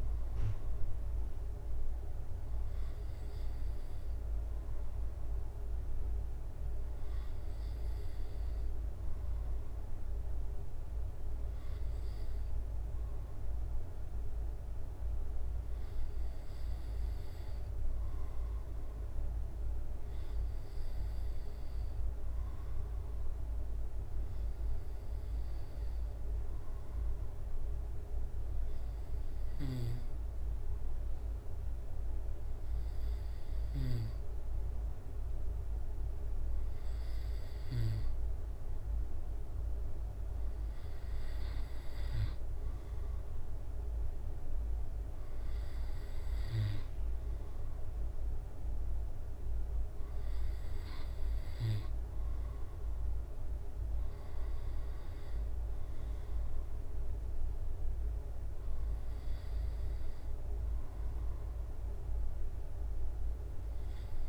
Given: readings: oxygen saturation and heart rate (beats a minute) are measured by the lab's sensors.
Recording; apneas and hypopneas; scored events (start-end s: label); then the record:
breathing in sleep, hard to hear, by a room microphone; 1
0.00-4.00 s: oxygen desaturation (device-marked, oxygen 92% lowest, heart rate 67 extreme)
7.00-34.50 s: obstructive apnea (oxygen 94% before, 93% lowest, heart rate 70 before, 66 extreme, up 0 after)
34.00-49.00 s: drop in pulse transit time (device-marked, heart rate 69 before, 66 extreme)
39.00-43.00 s: arousal
From the record:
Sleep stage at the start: N2 (light sleep); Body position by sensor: on the back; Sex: male